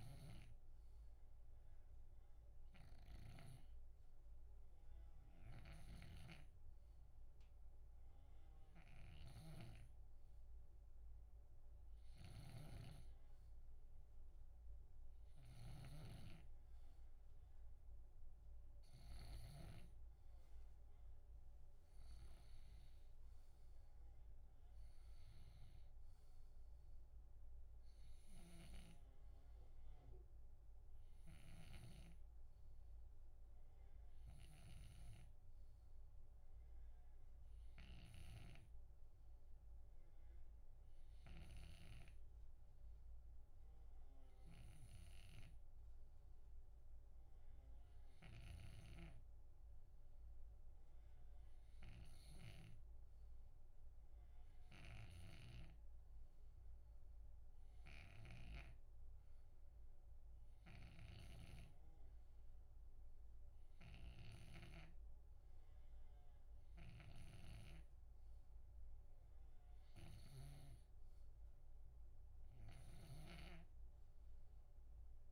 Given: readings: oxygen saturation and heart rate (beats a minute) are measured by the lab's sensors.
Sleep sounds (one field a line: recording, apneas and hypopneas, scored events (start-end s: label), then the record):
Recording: breathing in sleep by a room microphone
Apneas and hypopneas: none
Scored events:
0.00-32.00 s: snoring (device-marked)
34.00-52.50 s: snoring (device-marked)
54.50-58.50 s: snoring (device-marked)
60.50-70.50 s: snoring (device-marked)
72.50-75.32 s: snoring (device-marked)
From the record:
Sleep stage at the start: N2 (light sleep)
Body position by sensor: on the left side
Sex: male